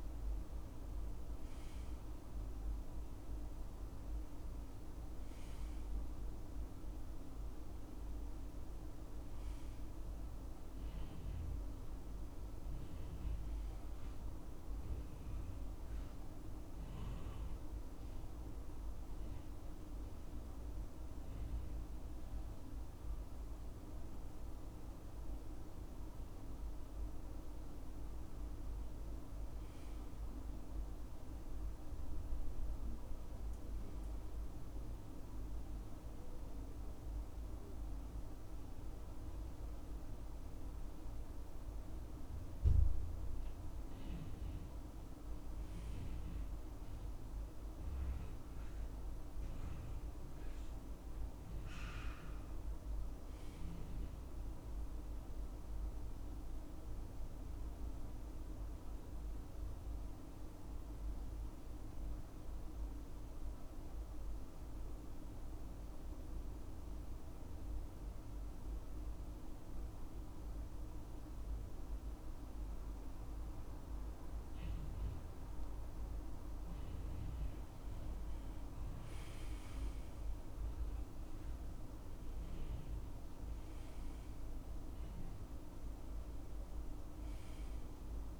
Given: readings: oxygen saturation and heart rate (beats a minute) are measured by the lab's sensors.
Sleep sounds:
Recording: breathing in sleep, hard to hear, by a room microphone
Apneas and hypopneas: 2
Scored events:
0.00-21.00 s: oxygen desaturation (device-marked, oxygen 90% lowest, heart rate 67 extreme)
16.00-28.00 s: central apnea (oxygen 98% before, 90% lowest, heart rate 70 before, 67 extreme, up 6 after)
30.50-33.50 s: arousal
38.00-56.00 s: oxygen desaturation (device-marked, oxygen 99% before, 95% lowest, heart rate 70 before, 67 extreme)
49.50-53.00 s: arousal
55.50-73.00 s: mixed apnea (oxygen 99% before, 91% lowest, heart rate 69 before, 68 extreme, up 6 after)
77.00-88.40 s: oxygen desaturation (device-marked, oxygen 97% before, 91% lowest, heart rate 69 before, 68 extreme)
78.00-82.50 s: arousal
From the record:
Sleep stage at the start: N2 (light sleep)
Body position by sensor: on the right side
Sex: male

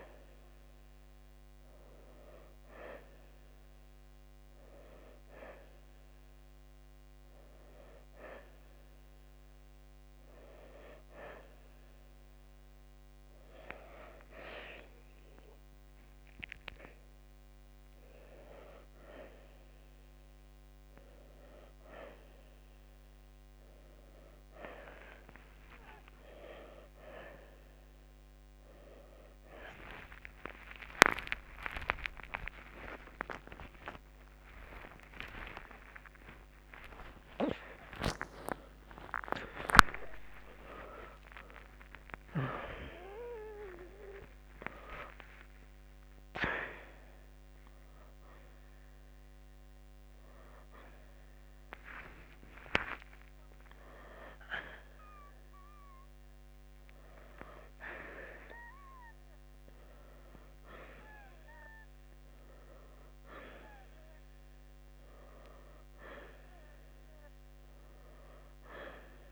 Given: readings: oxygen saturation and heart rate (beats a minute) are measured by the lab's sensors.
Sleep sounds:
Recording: a person awake in a sleep study, by a microphone on the trachea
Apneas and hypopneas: none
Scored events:
31.50-69.31 s: new sleep stage, awake
From the record:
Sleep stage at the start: N1 (lightest sleep)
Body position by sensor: on the right side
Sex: male

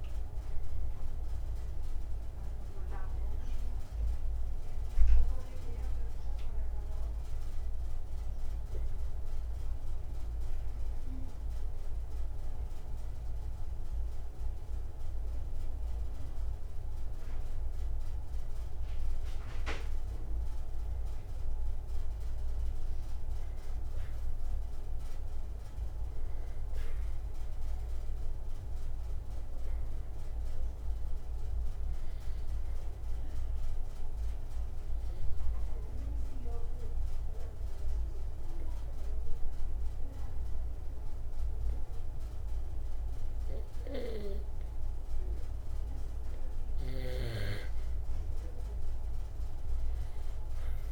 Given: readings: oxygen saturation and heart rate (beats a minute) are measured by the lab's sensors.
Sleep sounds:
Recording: breathing in sleep, hard to hear, by a room microphone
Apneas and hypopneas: 2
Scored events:
0.00-1.00 s: arousal
0.00-8.50 s: oxygen desaturation (device-marked, oxygen 91% lowest, heart rate 59 extreme)
10.00-22.00 s: obstructive apnea (oxygen 95% before, 91% lowest, heart rate 61 before, 59 extreme, up 4 after)
24.00-27.50 s: arousal
34.50-46.00 s: obstructive apnea (oxygen 97% before, 89% lowest, heart rate 62 before, 61 extreme, up 5 after)
From the record:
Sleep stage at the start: N2 (light sleep)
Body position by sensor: on the back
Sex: male

